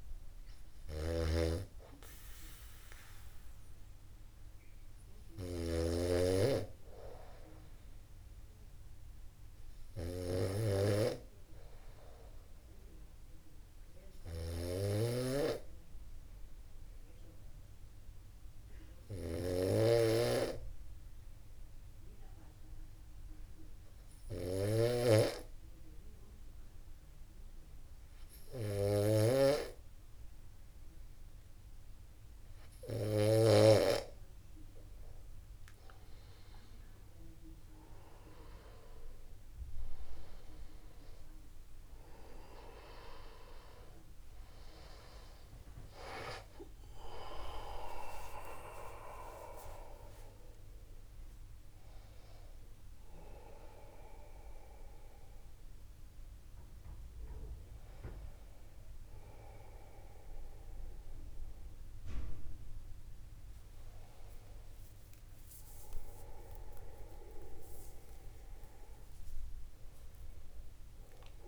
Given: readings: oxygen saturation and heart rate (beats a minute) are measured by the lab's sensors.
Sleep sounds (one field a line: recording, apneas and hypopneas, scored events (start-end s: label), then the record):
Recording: a person partly awake in a sleep study, by a room microphone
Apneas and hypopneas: 1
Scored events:
0.00-34.00 s: snoring (device-marked)
2.00-34.50 s: obstructive apnea (oxygen 98% before, 93% lowest, heart rate 51 before, 49 extreme, up 1 after)
37.00-71.48 s: new sleep stage, awake
46.00-48.00 s: long interval between heartbeats (device-marked, heart rate 50 before, 69 extreme)
48.00-50.00 s: long interval between heartbeats (device-marked, heart rate 53 before, 101 extreme)
From the record:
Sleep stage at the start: N2 (light sleep)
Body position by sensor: upright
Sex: male